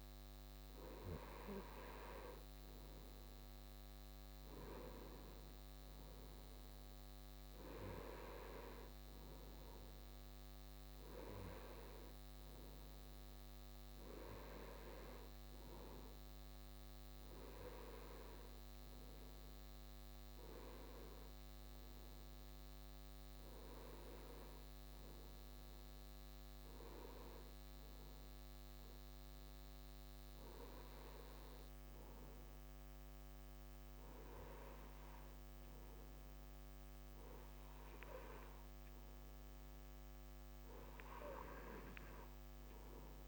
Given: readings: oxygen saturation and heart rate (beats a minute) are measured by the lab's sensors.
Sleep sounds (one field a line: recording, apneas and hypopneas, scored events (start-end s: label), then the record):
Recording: breathing in sleep by a microphone on the trachea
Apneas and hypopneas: none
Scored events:
none scored
From the record:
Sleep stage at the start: N2 (light sleep)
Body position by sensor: on the right side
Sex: male